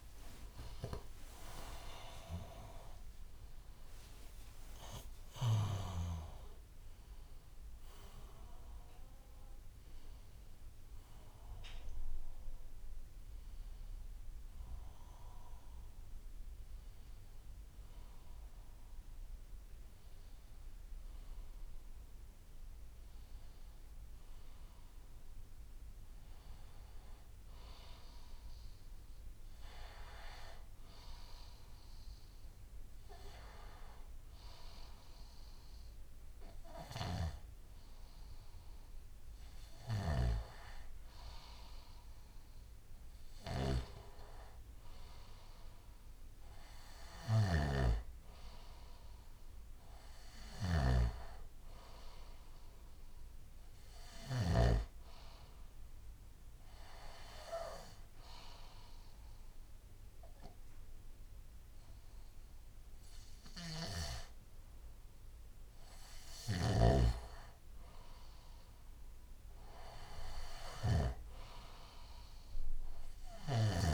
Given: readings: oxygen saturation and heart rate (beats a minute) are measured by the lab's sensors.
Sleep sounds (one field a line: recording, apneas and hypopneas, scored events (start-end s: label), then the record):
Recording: breathing in sleep by a room microphone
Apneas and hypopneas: 1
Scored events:
0.00-4.00 s: arousal
37.00-73.94 s: new sleep stage, N2 (light sleep)
40.00-54.50 s: snoring (device-marked)
58.00-68.00 s: obstructive apnea (oxygen 96% before, 91% lowest, heart rate 73 before, 72 extreme, up 8 after)
66.50-73.94 s: snoring (device-marked)
68.50-73.00 s: arousal
From the record:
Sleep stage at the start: N1 (lightest sleep)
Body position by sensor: on the left side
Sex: male